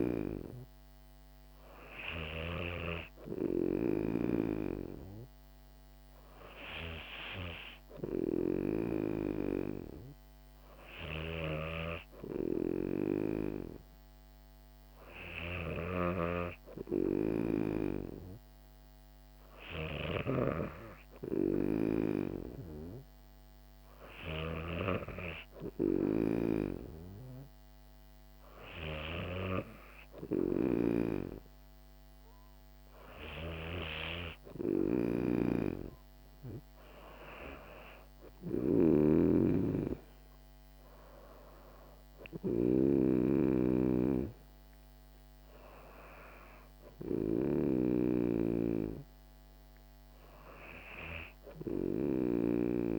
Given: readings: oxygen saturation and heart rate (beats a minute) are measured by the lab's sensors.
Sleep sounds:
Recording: breathing in sleep by a microphone on the trachea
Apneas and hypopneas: none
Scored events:
11.00-25.00 s: snoring (device-marked)
35.00-52.99 s: snoring (device-marked)
From the record:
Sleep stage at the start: N2 (light sleep)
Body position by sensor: on the back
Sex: female

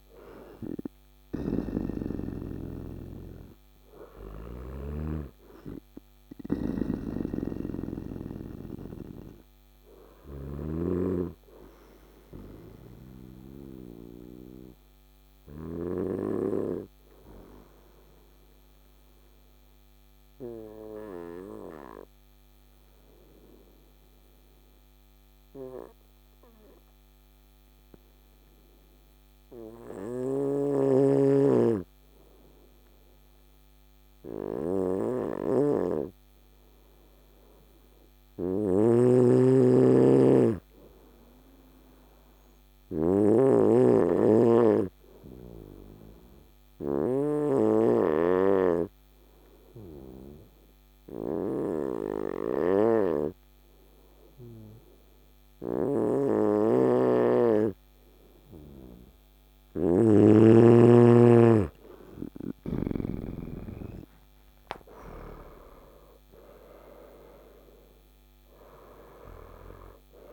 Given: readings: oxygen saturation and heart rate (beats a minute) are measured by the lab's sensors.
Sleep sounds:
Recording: breathing in sleep by a microphone on the trachea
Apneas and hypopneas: 2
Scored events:
0.00-10.50 s: snoring (device-marked)
0.00-17.00 s: oxygen desaturation (device-marked, oxygen 92% lowest, heart rate 53 extreme)
11.50-32.50 s: obstructive apnea (oxygen 96% before, 92% lowest, heart rate 63 before, 53 extreme, up 3 after)
35.00-39.00 s: arousal
37.00-63.00 s: oxygen desaturation (device-marked, oxygen 99% before, 94% lowest, heart rate 54 before, 55 extreme)
38.00-43.00 s: snoring (device-marked)
44.00-59.50 s: obstructive apnea (oxygen 99% before, 92% lowest, heart rate 55 before, 56 extreme, up 14 after)
56.00-62.50 s: snoring (device-marked)
63.00-67.00 s: arousal
From the record:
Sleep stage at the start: N2 (light sleep)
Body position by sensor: on the right side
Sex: male

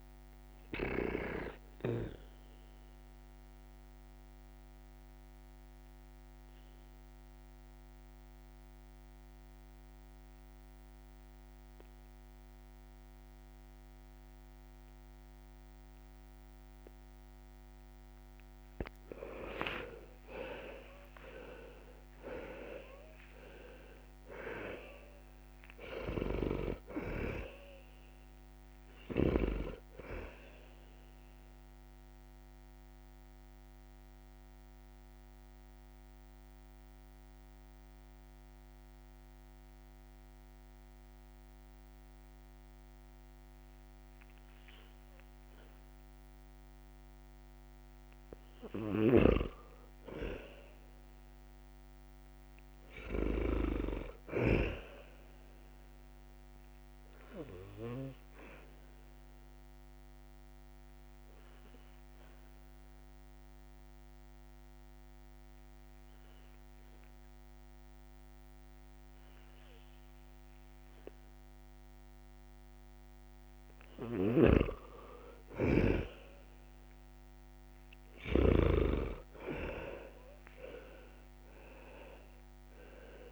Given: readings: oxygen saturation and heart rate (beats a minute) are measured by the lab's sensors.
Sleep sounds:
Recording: breathing in sleep by a microphone on the trachea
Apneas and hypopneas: 3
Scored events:
3.00-17.00 s: obstructive apnea (oxygen 99% before, 88% lowest, heart rate 67 before, 59 extreme, up 16 after)
4.50-17.50 s: oxygen desaturation (device-marked, oxygen 99% before, 93% lowest, heart rate 67 before, 59 extreme)
19.50-23.00 s: arousal
27.50-53.50 s: oxygen desaturation (device-marked, oxygen 98% before, 88% lowest, heart rate 69 before, 59 extreme)
32.50-48.00 s: mixed apnea (oxygen 98% before, 88% lowest, heart rate 71 before, 59 extreme, up 10 after)
36.50-40.50 s: bradycardia (device-marked, heart rate 68 before, 59 extreme)
48.50-54.50 s: snoring (device-marked)
50.00-53.50 s: arousal
57.50-73.00 s: obstructive apnea (oxygen 99% before, 90% lowest, heart rate 64 before, 60 extreme, up 6 after)
64.50-74.50 s: oxygen desaturation (device-marked, oxygen 99% before, 92% lowest, heart rate 67 before, 60 extreme)
74.00-78.50 s: snoring (device-marked)
78.00-82.50 s: arousal
81.50-83.32 s: oxygen desaturation (device-marked, oxygen 98% before, 90% lowest, heart rate 65 before, 60 extreme)
From the record:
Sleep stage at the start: N2 (light sleep)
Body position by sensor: on the back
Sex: male

